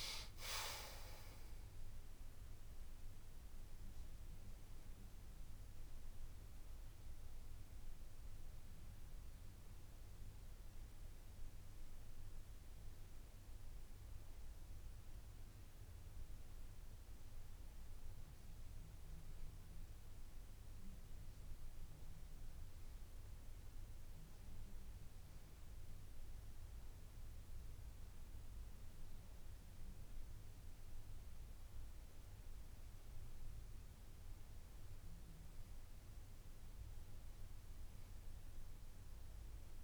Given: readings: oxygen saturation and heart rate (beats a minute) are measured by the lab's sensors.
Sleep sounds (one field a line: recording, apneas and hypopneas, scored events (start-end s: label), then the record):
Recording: breathing in sleep, hard to hear, by a room microphone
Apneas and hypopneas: none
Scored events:
none scored
From the record:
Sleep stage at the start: N2 (light sleep)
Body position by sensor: on the back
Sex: female